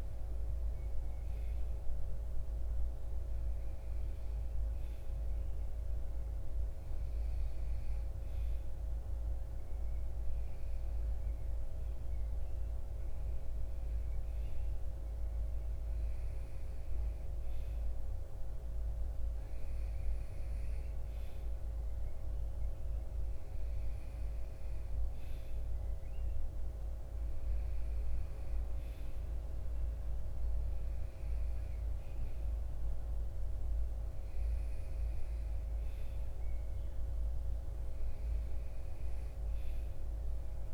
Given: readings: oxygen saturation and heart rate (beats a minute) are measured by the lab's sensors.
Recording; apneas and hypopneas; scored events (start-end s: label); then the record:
breathing in sleep, hard to hear, by a room microphone; none
none scored
From the record:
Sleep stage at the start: REM sleep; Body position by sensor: on the right side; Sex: male